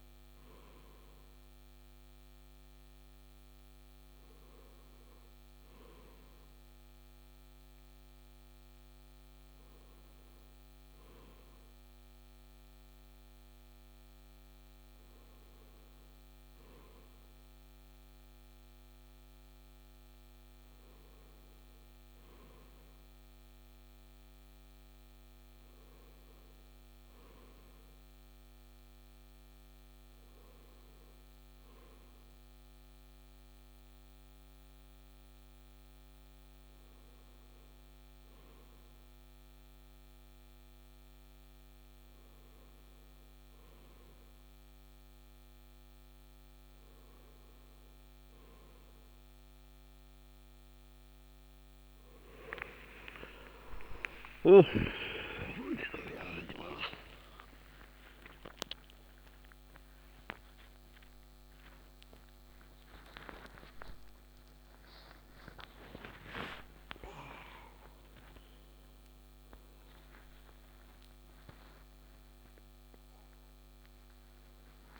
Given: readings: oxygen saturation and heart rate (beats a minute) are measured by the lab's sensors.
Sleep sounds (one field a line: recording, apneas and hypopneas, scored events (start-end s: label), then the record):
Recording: a person partly awake in a sleep study, by a microphone on the trachea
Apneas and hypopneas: none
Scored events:
50.00-61.00 s: tachycardia (device-marked, heart rate 65 before, 176 extreme)
51.00-75.00 s: new sleep stage, awake
62.00-69.00 s: tachycardia (device-marked, heart rate 67 before, 125 extreme)
From the record:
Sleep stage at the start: N1 (lightest sleep)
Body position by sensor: on the back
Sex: male